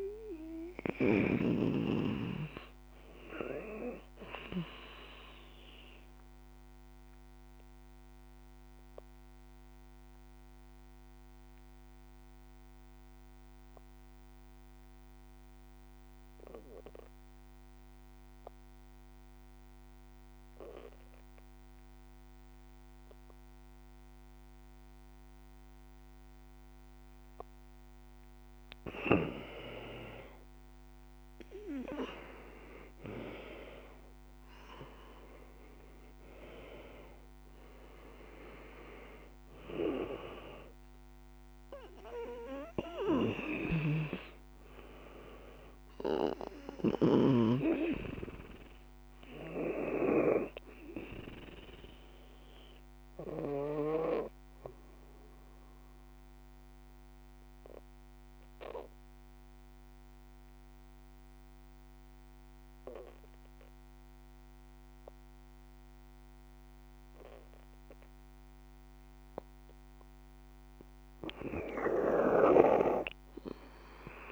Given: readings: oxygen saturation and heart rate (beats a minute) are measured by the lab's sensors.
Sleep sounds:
breathing in sleep by a microphone on the trachea; 2
0.00-24.00 s: oxygen desaturation (device-marked, oxygen 84% lowest, heart rate 55 extreme)
5.50-27.50 s: obstructive apnea (oxygen 96% before, 80% lowest, heart rate 70 before, 57 extreme, up 7 after)
29.50-33.00 s: arousal
36.00-69.00 s: oxygen desaturation (device-marked, oxygen 96% before, 80% lowest, heart rate 65 before, 58 extreme)
42.50-46.00 s: snoring (device-marked)
52.50-70.00 s: obstructive apnea (oxygen 96% before, 80% lowest, heart rate 65 before, 57 extreme, up 6 after)
From the record:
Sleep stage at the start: N2 (light sleep); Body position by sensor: on the back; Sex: female

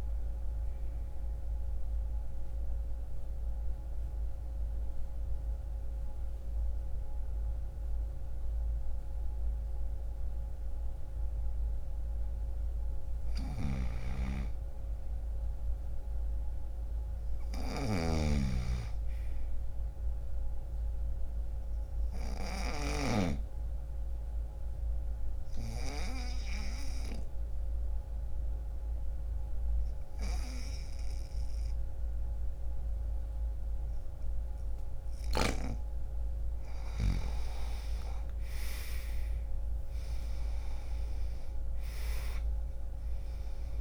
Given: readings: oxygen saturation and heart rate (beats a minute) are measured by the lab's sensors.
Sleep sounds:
breathing in sleep by a room microphone; 2
0.50-13.00 s: mixed apnea (oxygen 98% before, 84% lowest, heart rate 62 before, 61 extreme, up 3 after)
5.00-15.00 s: oxygen desaturation (device-marked, oxygen 87% before, 84% lowest, heart rate 63 before, 61 extreme)
13.00-17.50 s: snoring (device-marked)
14.50-18.00 s: arousal
21.50-35.50 s: obstructive apnea (oxygen 99% before, 84% lowest, heart rate 63 before, 59 extreme, up 2 after)
27.00-43.81 s: oxygen desaturation (device-marked, oxygen 99% before, 84% lowest, heart rate 63 before, 59 extreme)
38.50-42.50 s: arousal
From the record:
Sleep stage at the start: N2 (light sleep); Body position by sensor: on the right side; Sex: male

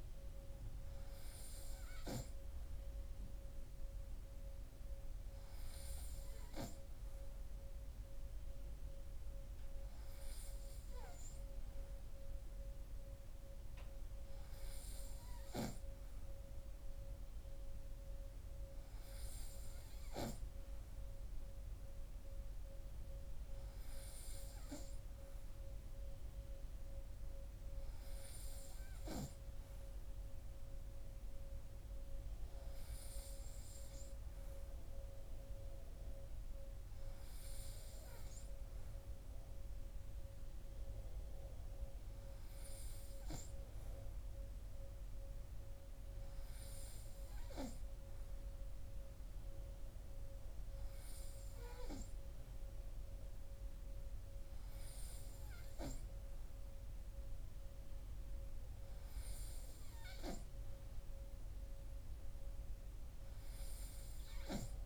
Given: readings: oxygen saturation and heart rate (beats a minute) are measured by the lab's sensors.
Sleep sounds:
breathing in sleep by a room microphone; none
none scored
From the record:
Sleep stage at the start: N3 (deep sleep); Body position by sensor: on the right side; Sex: male

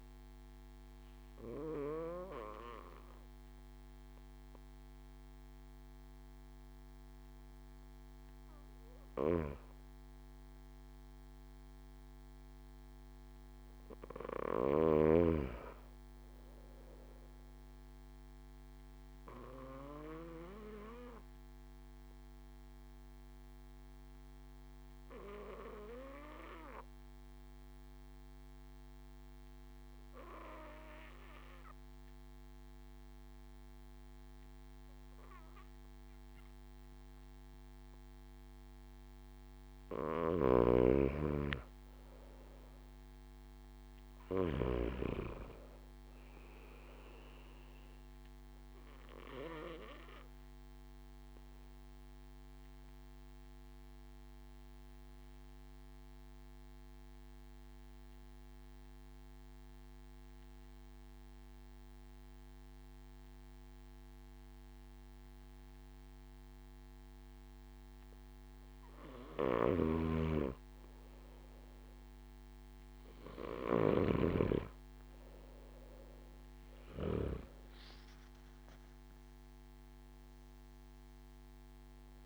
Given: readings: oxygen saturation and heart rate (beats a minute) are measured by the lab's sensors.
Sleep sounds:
breathing in sleep by a microphone on the trachea; 2
0.00-2.00 s: arousal
13.50-17.00 s: arousal
19.50-40.00 s: obstructive apnea (oxygen 98% before, 92% lowest)
40.00-44.50 s: snoring (device-marked)
41.00-44.50 s: arousal
47.50-69.00 s: obstructive apnea (oxygen 97% before, 92% lowest)
69.50-77.00 s: snoring (device-marked)
71.00-74.50 s: arousal
From the record:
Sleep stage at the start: N2 (light sleep); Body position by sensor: on the back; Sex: male

